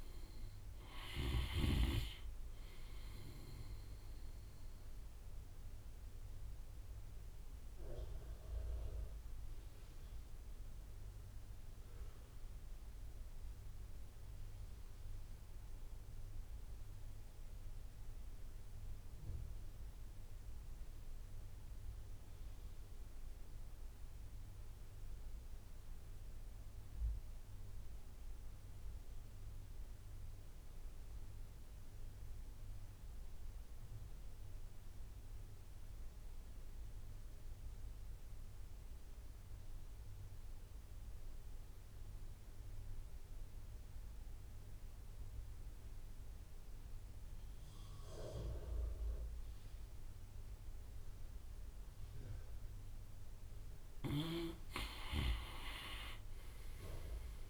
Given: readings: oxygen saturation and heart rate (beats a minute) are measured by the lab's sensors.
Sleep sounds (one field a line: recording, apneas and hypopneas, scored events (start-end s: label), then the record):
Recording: breathing in sleep by a room microphone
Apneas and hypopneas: 1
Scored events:
0.00-1.00 s: snoring (device-marked)
0.00-12.50 s: oxygen desaturation (device-marked, oxygen 86% lowest)
5.00-52.50 s: obstructive apnea (oxygen 98% before, 80% lowest)
29.50-57.50 s: oxygen desaturation (device-marked, oxygen 98% before, 82% lowest)
54.50-57.50 s: arousal
From the record:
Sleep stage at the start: N2 (light sleep)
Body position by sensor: on the right side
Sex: male